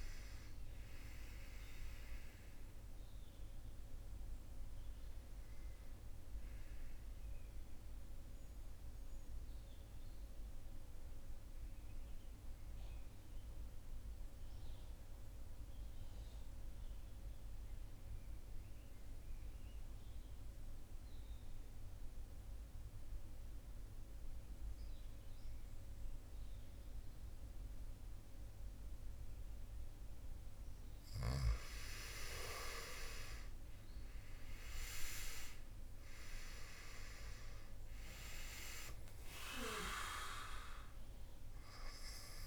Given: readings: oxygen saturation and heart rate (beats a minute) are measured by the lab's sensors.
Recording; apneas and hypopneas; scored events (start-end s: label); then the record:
breathing in sleep by a room microphone; 1
0.00-25.00 s: oxygen desaturation (device-marked, oxygen 82% lowest)
6.00-29.00 s: mixed apnea (oxygen 99% before, 82% lowest)
32.00-35.50 s: arousal
34.00-42.47 s: oxygen desaturation (device-marked, oxygen 99% before, 87% lowest)
From the record:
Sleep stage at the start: N2 (light sleep); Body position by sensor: on the back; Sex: male